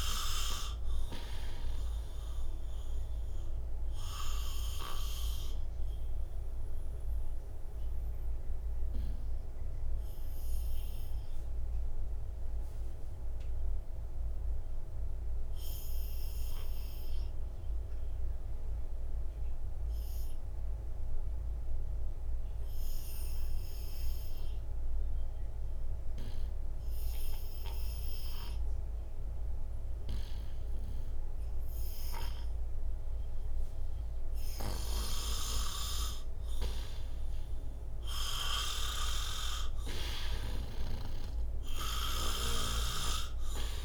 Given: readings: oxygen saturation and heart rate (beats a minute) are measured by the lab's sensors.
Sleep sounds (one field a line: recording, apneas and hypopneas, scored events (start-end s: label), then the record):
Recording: breathing in sleep by a room microphone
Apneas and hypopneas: 1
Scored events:
0.00-23.50 s: oxygen desaturation (device-marked, oxygen 82% lowest, heart rate 59 extreme)
3.00-34.00 s: obstructive apnea (oxygen 89% before, 82% lowest, heart rate 67 before, 59 extreme, up 8 after)
32.50-43.85 s: oxygen desaturation (device-marked, oxygen 97% before, 83% lowest, heart rate 73 before, 58 extreme)
36.00-40.50 s: arousal
40.50-43.85 s: snoring (device-marked)
From the record:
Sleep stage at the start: N2 (light sleep)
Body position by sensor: on the right side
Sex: male